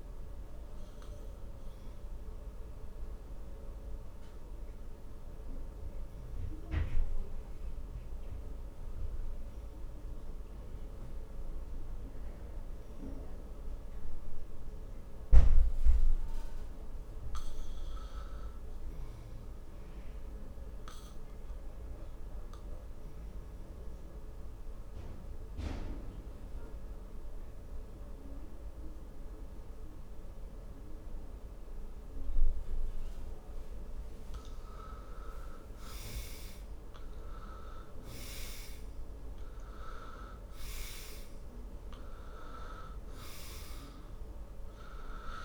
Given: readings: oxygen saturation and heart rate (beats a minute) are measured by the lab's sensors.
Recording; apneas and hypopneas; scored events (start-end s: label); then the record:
breathing in sleep by a room microphone; 1
0.50-23.50 s: oxygen desaturation (device-marked, oxygen 96% before, 80% lowest, heart rate 77 before, 52 extreme)
2.00-33.00 s: obstructive apnea (oxygen 98% before, 80% lowest, heart rate 75 before, 50 extreme, up 18 after)
35.50-39.50 s: arousal
From the record:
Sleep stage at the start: N2 (light sleep); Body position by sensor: on the back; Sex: male